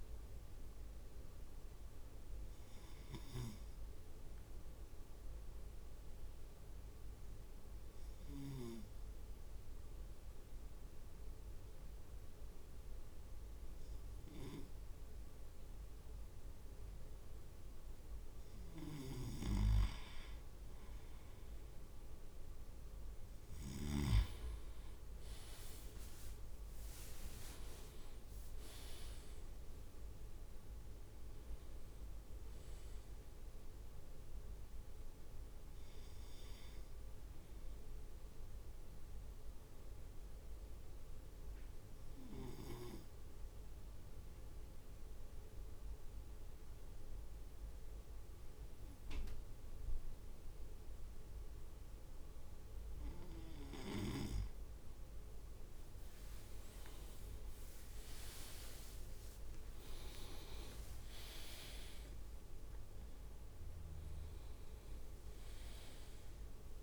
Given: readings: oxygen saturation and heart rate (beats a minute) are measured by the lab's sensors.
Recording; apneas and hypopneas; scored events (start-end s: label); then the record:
breathing in sleep by a room microphone; 2
0.00-6.50 s: drop in pulse transit time (device-marked, heart rate 53 extreme)
2.00-18.00 s: obstructive apnea (oxygen 99% before, 97% lowest, heart rate 56 before, 51 extreme, up 4 after)
25.50-38.50 s: drop in pulse transit time (device-marked, heart rate 53 before, 56 extreme)
26.50-28.00 s: leg movement (device-marked)
26.50-31.50 s: arousal
28.00-30.00 s: leg movement (device-marked)
38.50-55.00 s: obstructive apnea (oxygen 99% before, 97% lowest, heart rate 56 before, 49 extreme, up 11 after)
55.00-56.50 s: leg movement (device-marked)
56.00-59.50 s: arousal
57.50-63.00 s: leg movement (device-marked)
58.50-66.83 s: drop in pulse transit time (device-marked, heart rate 52 before, 58 extreme)
64.50-66.83 s: leg movement (device-marked)
From the record:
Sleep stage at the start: N2 (light sleep); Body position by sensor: on the right side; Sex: male